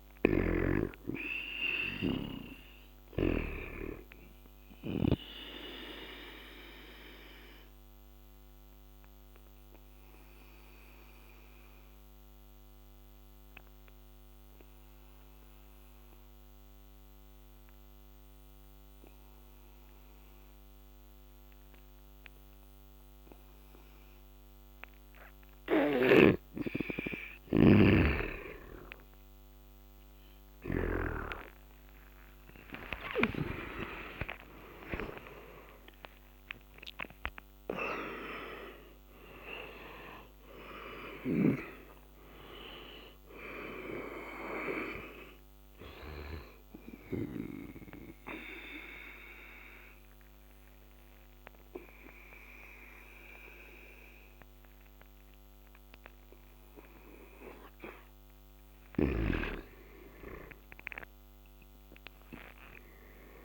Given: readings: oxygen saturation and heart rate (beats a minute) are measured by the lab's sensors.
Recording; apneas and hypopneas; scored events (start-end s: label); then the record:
breathing in sleep by a microphone on the trachea; 2
0.00-24.50 s: oxygen desaturation (device-marked, oxygen 90% lowest, heart rate 68 extreme)
6.50-26.00 s: obstructive apnea (oxygen 97% before, 90% lowest, heart rate 77 before, 68 extreme, up 56 after)
25.50-30.50 s: snoring (device-marked)
32.50-34.50 s: long interval between heartbeats (device-marked, heart rate 74 before, 116 extreme)
32.50-38.50 s: arousal
35.50-46.50 s: oxygen desaturation (device-marked, oxygen 98% before, 93% lowest, heart rate 81 before, 69 extreme)
46.50-58.00 s: obstructive apnea (oxygen 98% before, 87% lowest, heart rate 98 before, 69 extreme, up 13 after)
48.50-59.50 s: oxygen desaturation (device-marked, oxygen 95% before, 92% lowest, heart rate 99 before, 69 extreme)
58.00-63.44 s: snoring (device-marked)
60.00-63.00 s: arousal
From the record:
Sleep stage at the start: N2 (light sleep); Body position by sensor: on the back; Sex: male